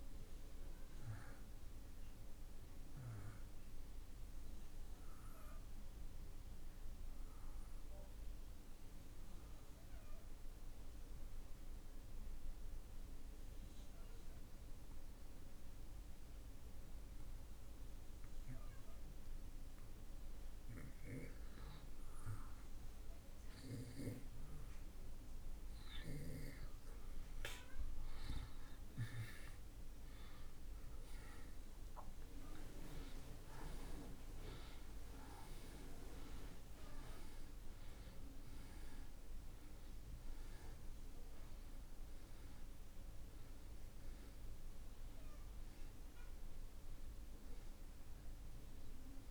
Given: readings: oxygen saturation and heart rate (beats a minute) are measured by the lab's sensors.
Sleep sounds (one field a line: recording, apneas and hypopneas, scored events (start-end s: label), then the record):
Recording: breathing in sleep by a room microphone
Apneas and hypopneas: 1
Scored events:
0.00-14.50 s: oxygen desaturation (device-marked, oxygen 82% lowest)
5.50-49.31 s: new sleep stage, N2 (light sleep)
8.00-20.50 s: obstructive apnea (oxygen 96% before, 81% lowest)
27.00-31.50 s: arousal
30.50-49.31 s: oxygen desaturation (device-marked, oxygen 95% before, 81% lowest)
From the record:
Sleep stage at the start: N1 (lightest sleep)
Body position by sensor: on the back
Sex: male